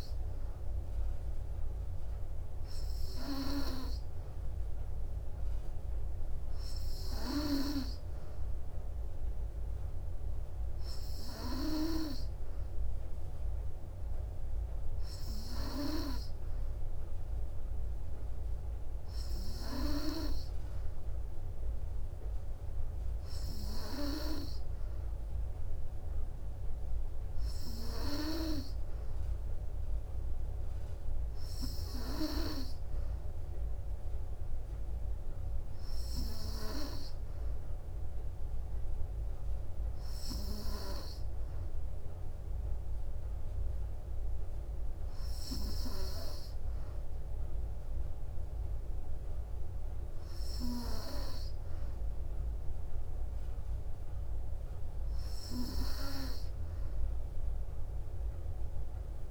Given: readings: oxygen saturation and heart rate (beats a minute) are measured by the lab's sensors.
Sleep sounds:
breathing in sleep by a room microphone; none
none scored
From the record:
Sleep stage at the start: N3 (deep sleep); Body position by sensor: on the back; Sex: female

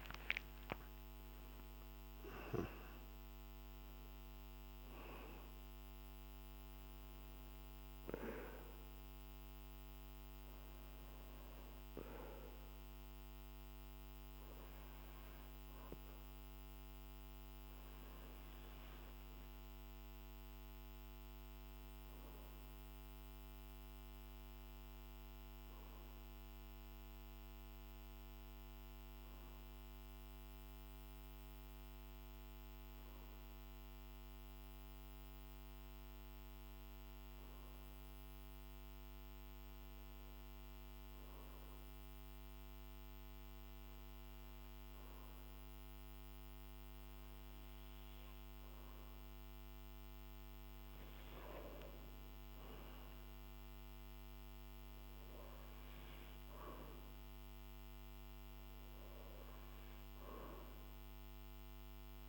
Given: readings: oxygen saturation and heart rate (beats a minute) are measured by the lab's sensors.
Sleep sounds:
breathing in sleep, hard to hear, by a microphone on the trachea; 1
0.00-4.00 s: arousal
26.00-47.50 s: hypopnea (oxygen 94% before, 95% lowest, heart rate 53 before, 48 extreme, up 5 after)
51.00-54.50 s: arousal
From the record:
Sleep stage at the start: N2 (light sleep); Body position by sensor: on the back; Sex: male

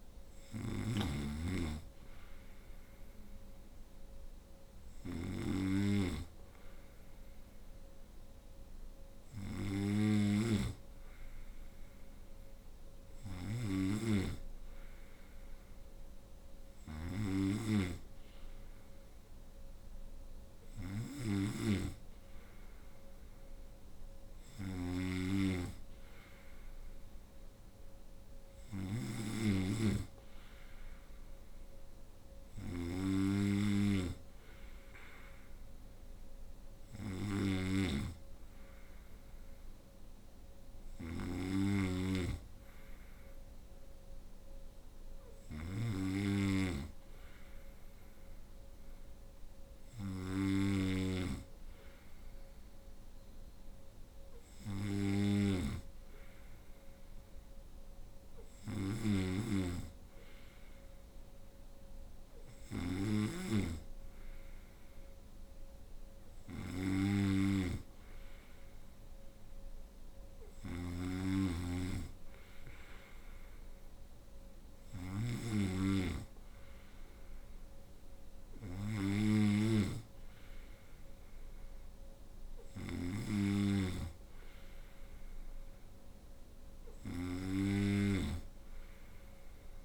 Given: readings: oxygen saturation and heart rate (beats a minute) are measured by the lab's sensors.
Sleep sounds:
breathing in sleep by a room microphone; none
0.00-89.84 s: snoring (device-marked)
From the record:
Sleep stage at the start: N2 (light sleep); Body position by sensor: on the right side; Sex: female

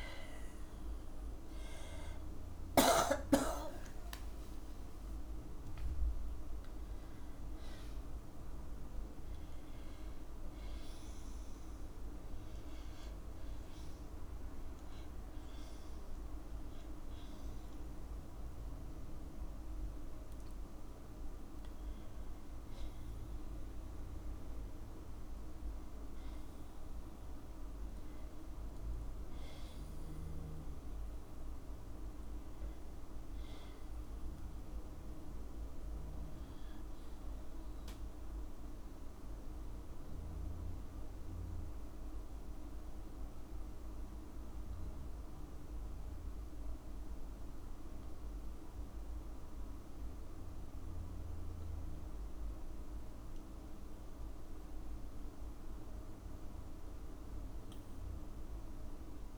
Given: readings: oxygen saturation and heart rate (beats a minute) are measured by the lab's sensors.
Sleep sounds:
breathing in sleep, hard to hear, by a room microphone; 1
1.50-3.50 s: long interval between heartbeats (device-marked, heart rate 59 before, 80 extreme)
16.50-20.00 s: arousal
35.50-55.00 s: hypopnea (oxygen 96% before, 92% lowest, heart rate 60 before, 54 extreme, up 1 after)
From the record:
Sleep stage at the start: N2 (light sleep); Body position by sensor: on the back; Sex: female

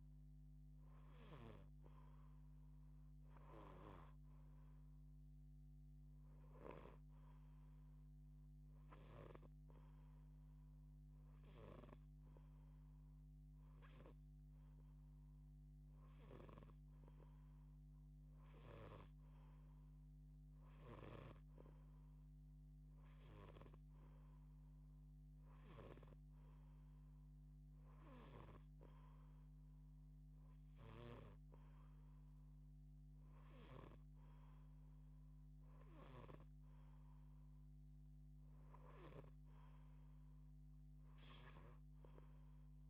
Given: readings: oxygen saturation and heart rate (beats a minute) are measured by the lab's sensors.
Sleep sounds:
breathing in sleep by a microphone on the trachea; none
0.00-6.50 s: snoring (device-marked)
20.50-33.50 s: snoring (device-marked)
35.50-41.00 s: snoring (device-marked)
From the record:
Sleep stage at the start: N2 (light sleep); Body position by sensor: on the left side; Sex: female

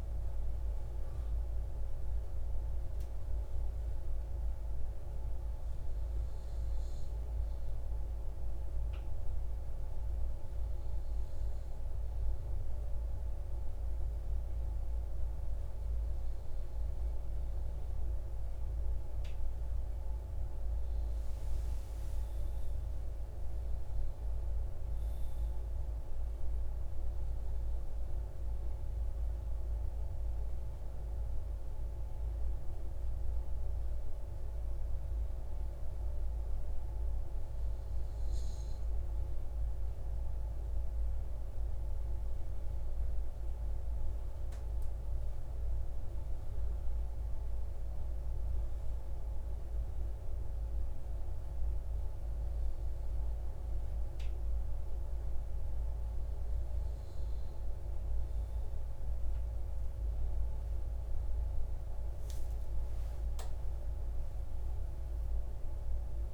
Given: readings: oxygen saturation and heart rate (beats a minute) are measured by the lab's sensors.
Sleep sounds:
breathing in sleep, hard to hear, by a room microphone; none
63.50-66.34 s: arousal
From the record:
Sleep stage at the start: N2 (light sleep); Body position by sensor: on the right side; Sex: male

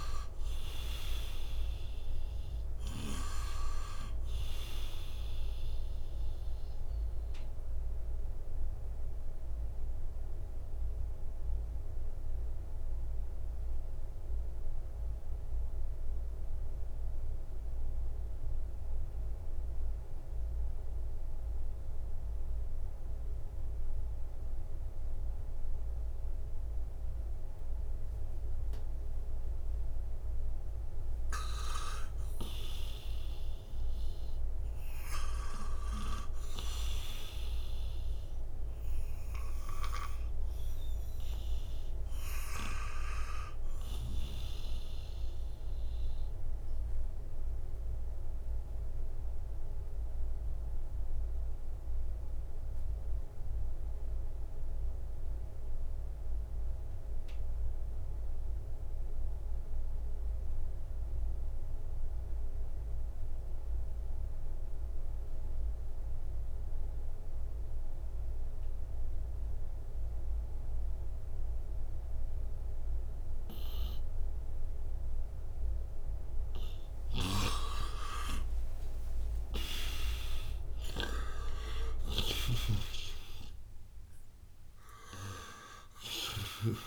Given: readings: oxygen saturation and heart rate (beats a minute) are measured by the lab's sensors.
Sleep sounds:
breathing in sleep by a room microphone; 2
0.00-3.00 s: snoring (device-marked)
0.00-23.50 s: oxygen desaturation (device-marked, oxygen 86% lowest, heart rate 58 extreme)
6.50-30.00 s: obstructive apnea (oxygen 97% before, 86% lowest, heart rate 70 before, 60 extreme, up 14 after)
32.00-36.50 s: arousal
39.50-61.50 s: oxygen desaturation (device-marked, oxygen 98% before, 93% lowest, heart rate 65 before, 59 extreme)
48.50-74.50 s: obstructive apnea (oxygen 98% before, 87% lowest, heart rate 67 before, 59 extreme, up 48 after)
74.50-86.87 s: oxygen desaturation (device-marked, oxygen 97% before, 87% lowest, heart rate 62 before, 60 extreme)
77.50-83.00 s: arousal
82.00-86.50 s: snoring (device-marked)
From the record:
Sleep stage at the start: N2 (light sleep); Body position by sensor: on the right side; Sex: male

